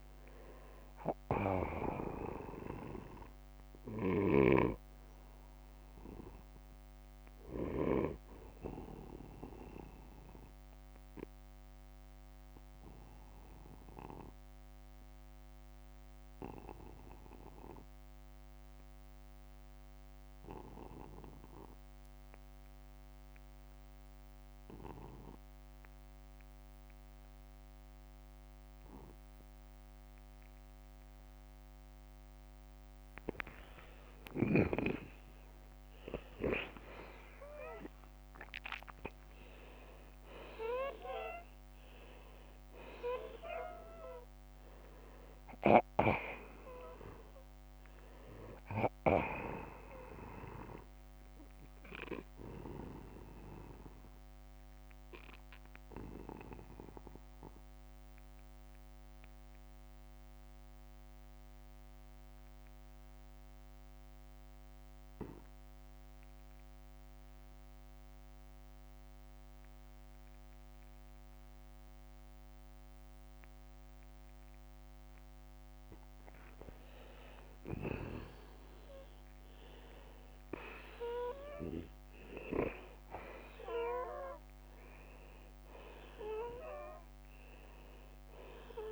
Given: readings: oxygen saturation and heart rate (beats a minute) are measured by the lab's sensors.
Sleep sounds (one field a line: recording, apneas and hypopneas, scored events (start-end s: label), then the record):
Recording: breathing in sleep by a microphone on the trachea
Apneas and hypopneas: 2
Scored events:
7.50-24.50 s: oxygen desaturation (device-marked, oxygen 94% before, 84% lowest, heart rate 61 before, 45 extreme)
8.50-10.50 s: long interval between heartbeats (device-marked, heart rate 62 before, 58 extreme)
10.00-32.00 s: obstructive apnea (oxygen 95% before, 83% lowest, heart rate 62 before, 45 extreme, up 23 after)
34.00-41.50 s: arousal
52.50-54.50 s: long interval between heartbeats (device-marked, heart rate 62 before, 64 extreme)
54.50-75.00 s: obstructive apnea (oxygen 95% before, 83% lowest, heart rate 64 before, 46 extreme, up 11 after)
55.50-57.50 s: long interval between heartbeats (device-marked, heart rate 65 before, 55 extreme)
55.50-75.50 s: oxygen desaturation (device-marked, oxygen 94% before, 83% lowest, heart rate 65 before, 46 extreme)
77.00-82.00 s: arousal
From the record:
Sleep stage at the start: N2 (light sleep)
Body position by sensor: on the back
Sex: male